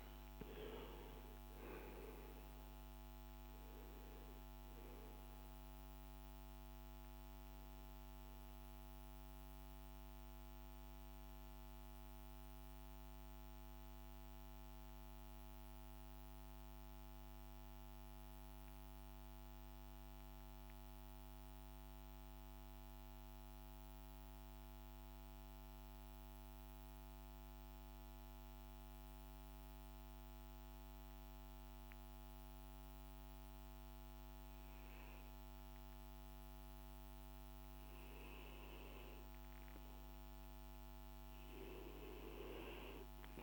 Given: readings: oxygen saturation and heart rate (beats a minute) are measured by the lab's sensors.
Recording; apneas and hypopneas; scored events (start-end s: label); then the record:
breathing in sleep by a microphone on the trachea; 1
0.00-19.50 s: oxygen desaturation (device-marked, oxygen 90% lowest, heart rate 53 extreme)
11.00-34.00 s: central apnea (oxygen 98% before, 91% lowest, heart rate 58 before, 54 extreme, up 1 after)
39.50-43.42 s: oxygen desaturation (device-marked, oxygen 99% before, 91% lowest, heart rate 55 before, 53 extreme)
From the record:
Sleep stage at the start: REM sleep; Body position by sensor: on the back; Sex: male